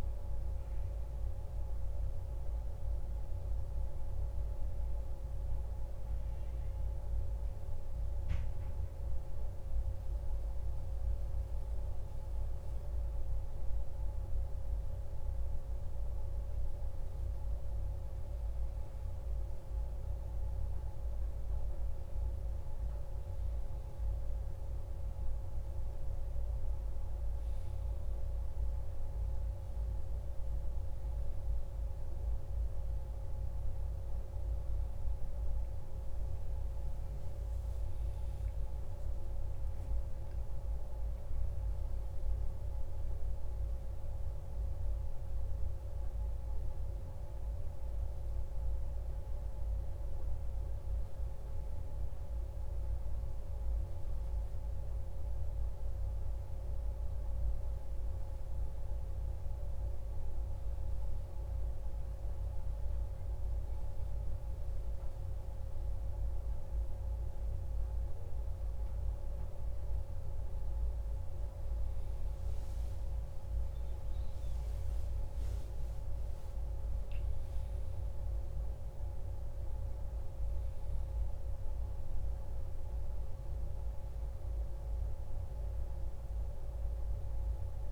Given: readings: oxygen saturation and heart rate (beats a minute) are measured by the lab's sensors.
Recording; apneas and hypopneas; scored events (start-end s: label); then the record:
breathing in sleep, hard to hear, by a room microphone; 1
2.00-18.00 s: hypopnea (oxygen 98% before, 95% lowest, heart rate 56 before, 52 extreme, up 4 after)
21.50-26.00 s: arousal
71.50-87.92 s: new sleep stage, awake
From the record:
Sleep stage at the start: N1 (lightest sleep); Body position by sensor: on the back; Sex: male